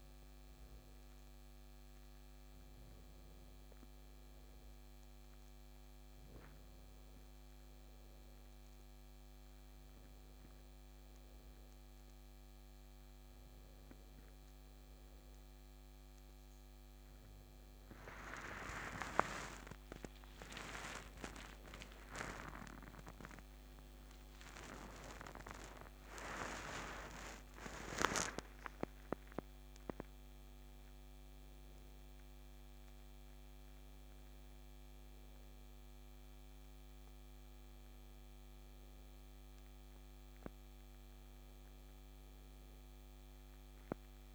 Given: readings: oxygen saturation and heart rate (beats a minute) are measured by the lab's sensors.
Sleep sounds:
a person awake in a sleep study, by a microphone on the trachea; none
16.00-44.35 s: new sleep stage, awake
From the record:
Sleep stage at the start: N2 (light sleep); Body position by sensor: on the back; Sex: male

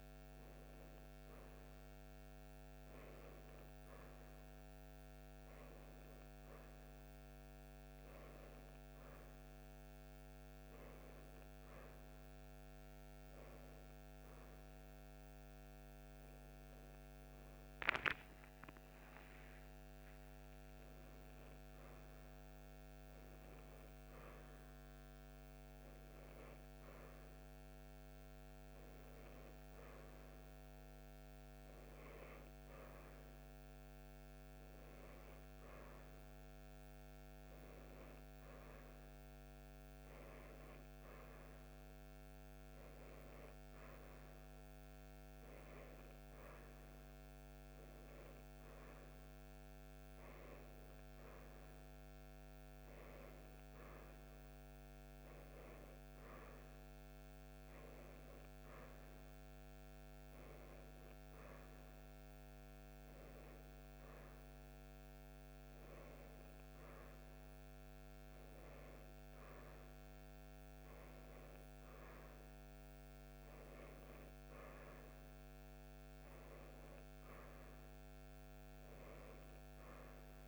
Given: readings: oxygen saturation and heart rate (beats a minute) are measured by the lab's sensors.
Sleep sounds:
breathing in sleep, hard to hear, by a microphone on the trachea; none
16.50-21.00 s: arousal
From the record:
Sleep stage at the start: N1 (lightest sleep); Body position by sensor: on the right side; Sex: female

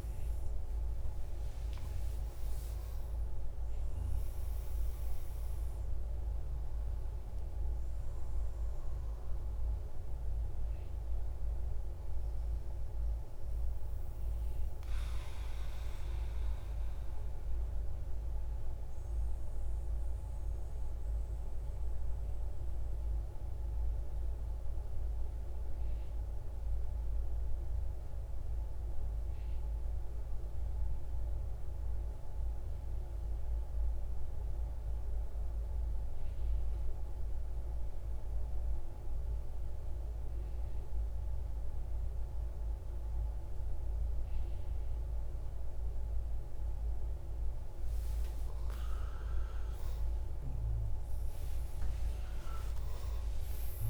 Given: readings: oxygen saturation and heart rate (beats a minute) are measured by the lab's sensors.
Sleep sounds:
breathing in sleep, hard to hear, by a room microphone; 1
0.00-24.00 s: oxygen desaturation (device-marked, oxygen 92% lowest)
12.00-48.00 s: mixed apnea (oxygen 99% before, 91% lowest)
44.00-53.90 s: oxygen desaturation (device-marked, oxygen 99% before, 91% lowest, heart rate 113 before, 39 extreme)
49.50-53.90 s: arousal
From the record:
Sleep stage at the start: N2 (light sleep); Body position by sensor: on the right side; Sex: male

